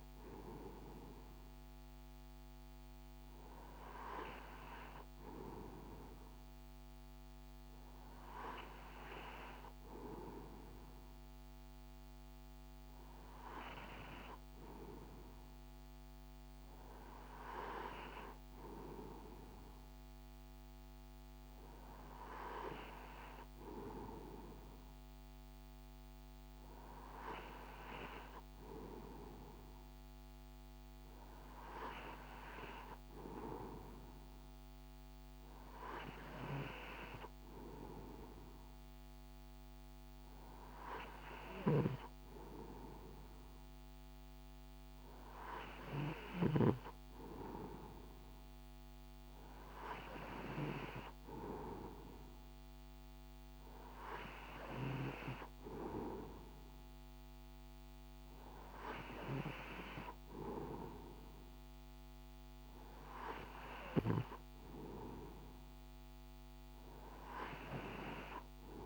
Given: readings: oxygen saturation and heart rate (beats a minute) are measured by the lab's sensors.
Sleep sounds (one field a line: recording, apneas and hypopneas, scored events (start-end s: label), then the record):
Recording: breathing in sleep by a microphone on the trachea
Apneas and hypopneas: none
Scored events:
none scored
From the record:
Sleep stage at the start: N2 (light sleep)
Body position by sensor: on the right side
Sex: male